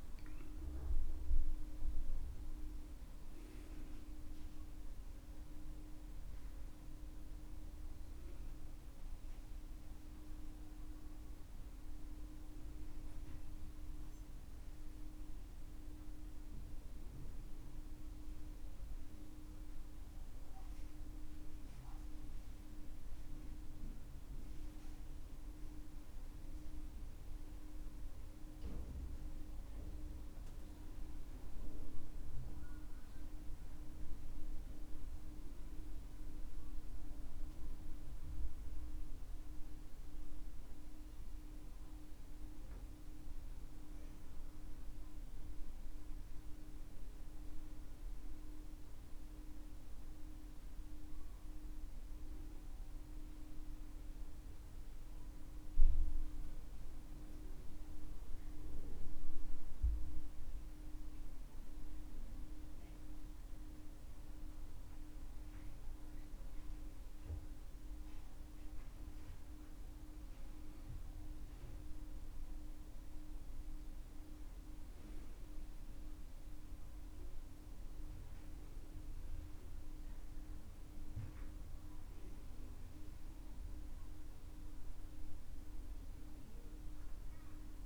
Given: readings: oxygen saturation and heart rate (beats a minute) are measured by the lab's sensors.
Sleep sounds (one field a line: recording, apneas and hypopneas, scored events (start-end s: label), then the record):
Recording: breathing in sleep, hard to hear, by a room microphone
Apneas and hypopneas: 1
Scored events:
58.50-69.50 s: mixed apnea (oxygen 98% before, 93% lowest, heart rate 64 before, 62 extreme, up 8 after)
71.00-75.00 s: arousal
78.00-87.86 s: oxygen desaturation (device-marked, oxygen 96% before, 94% lowest, heart rate 65 before, 66 extreme)
From the record:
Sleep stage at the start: N2 (light sleep)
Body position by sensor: on the back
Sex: male